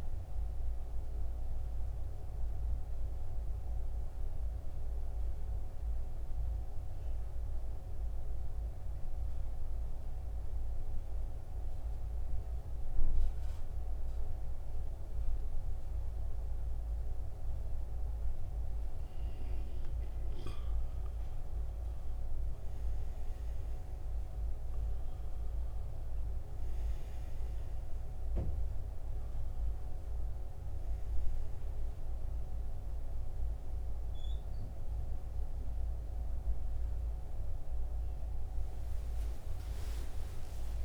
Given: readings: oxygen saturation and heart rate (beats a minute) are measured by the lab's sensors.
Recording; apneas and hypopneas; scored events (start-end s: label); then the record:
breathing in sleep, hard to hear, by a room microphone; 1
0.00-13.00 s: oxygen desaturation (device-marked, oxygen 83% lowest, heart rate 66 extreme)
3.50-18.50 s: central apnea (oxygen 92% before, 83% lowest, heart rate 79 before, 67 extreme, up 12 after)
21.00-27.00 s: arousal
26.00-40.85 s: oxygen desaturation (device-marked, oxygen 94% before, 86% lowest, heart rate 69 before, 68 extreme)
From the record:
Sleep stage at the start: N2 (light sleep); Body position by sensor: on the back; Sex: male